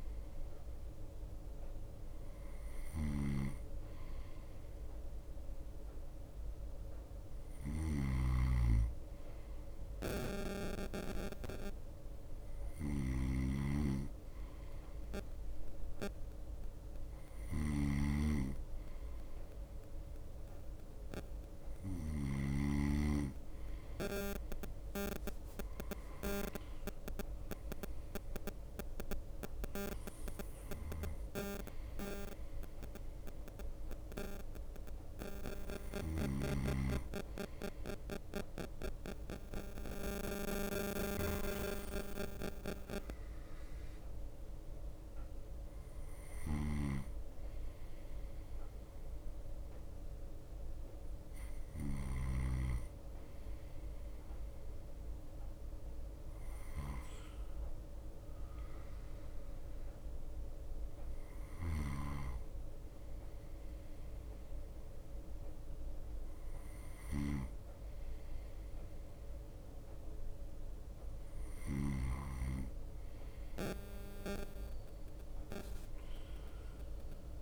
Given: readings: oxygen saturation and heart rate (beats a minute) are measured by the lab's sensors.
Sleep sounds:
breathing in sleep by a room microphone; none
0.00-22.50 s: snoring (device-marked)
0.00-36.50 s: bradycardia (device-marked)
2.50-4.50 s: long interval between heartbeats (device-marked, heart rate 37 before, 46 extreme)
11.50-13.50 s: long interval between heartbeats (device-marked, heart rate 43 before, 59 extreme)
21.50-23.50 s: long interval between heartbeats (device-marked, heart rate 46 before, 48 extreme)
26.00-28.00 s: long interval between heartbeats (device-marked, heart rate 46 before, 48 extreme)
26.50-36.50 s: drop in pulse transit time (device-marked, heart rate 46 before, 36 extreme)
31.00-33.00 s: long interval between heartbeats (device-marked, heart rate 45 before, 46 extreme)
36.50-72.50 s: snoring (device-marked)
40.50-70.50 s: bradycardia (device-marked)
41.00-43.00 s: long interval between heartbeats (device-marked, heart rate 46 before, 60 extreme)
44.50-46.50 s: long interval between heartbeats (device-marked, heart rate 49 before, 45 extreme)
47.50-50.50 s: drop in pulse transit time (device-marked)
53.00-55.00 s: long interval between heartbeats (device-marked, heart rate 45 before, 28 extreme)
55.50-67.50 s: drop in pulse transit time (device-marked)
65.50-67.50 s: long interval between heartbeats (device-marked, heart rate 31 before, 46 extreme)
75.50-77.42 s: bradycardia (device-marked)
From the record:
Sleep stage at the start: N2 (light sleep); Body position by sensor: on the right side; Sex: male

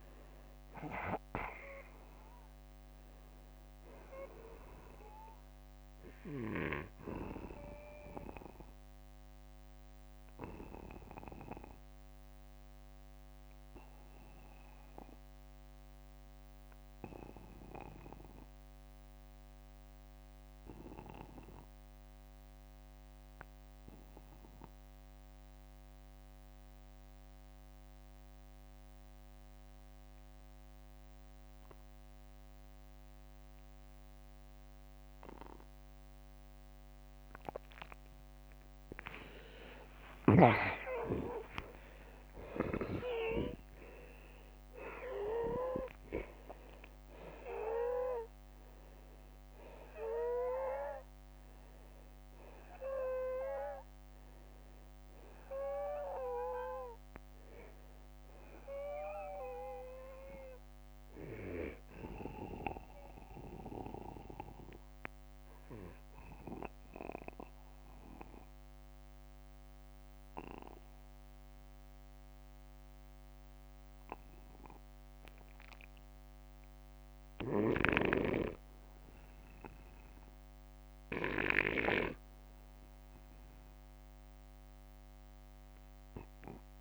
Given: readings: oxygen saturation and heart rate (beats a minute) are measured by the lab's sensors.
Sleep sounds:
breathing in sleep by a microphone on the trachea; 2
11.00-37.50 s: obstructive apnea (oxygen 96% before, 81% lowest, heart rate 61 before, 47 extreme, up 24 after)
15.00-27.00 s: oxygen desaturation (device-marked, oxygen 97% before, 92% lowest, heart rate 62 before, 47 extreme)
22.00-24.00 s: long interval between heartbeats (device-marked, heart rate 62 before, 49 extreme)
34.00-59.00 s: oxygen desaturation (device-marked, oxygen 94% before, 86% lowest, heart rate 57 before, 51 extreme)
38.50-42.50 s: arousal
40.00-42.00 s: long interval between heartbeats (device-marked, heart rate 55 before, 71 extreme)
43.50-45.50 s: long interval between heartbeats (device-marked, heart rate 57 before, 76 extreme)
49.00-51.00 s: long interval between heartbeats (device-marked, heart rate 64 before, 58 extreme)
61.00-84.00 s: oxygen desaturation (device-marked, oxygen 88% before, 81% lowest, heart rate 65 before, 51 extreme)
65.50-77.50 s: obstructive apnea (oxygen 93% before, 81% lowest, heart rate 64 before, 51 extreme, up 8 after)
68.00-70.00 s: long interval between heartbeats (device-marked, heart rate 63 before, 59 extreme)
From the record:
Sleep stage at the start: N2 (light sleep); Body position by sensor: on the back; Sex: male

